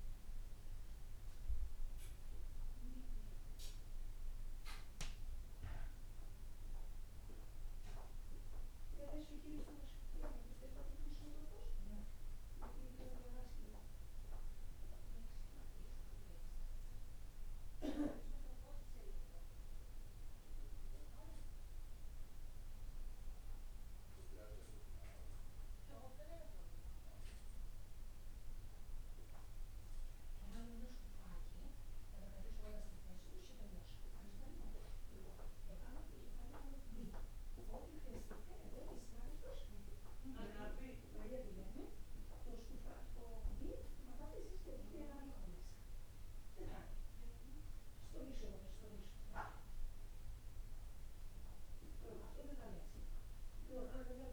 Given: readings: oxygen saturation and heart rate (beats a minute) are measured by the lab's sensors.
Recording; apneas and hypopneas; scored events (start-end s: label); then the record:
breathing in sleep by a room microphone; none
none scored
From the record:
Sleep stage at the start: N2 (light sleep); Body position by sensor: on the back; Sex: male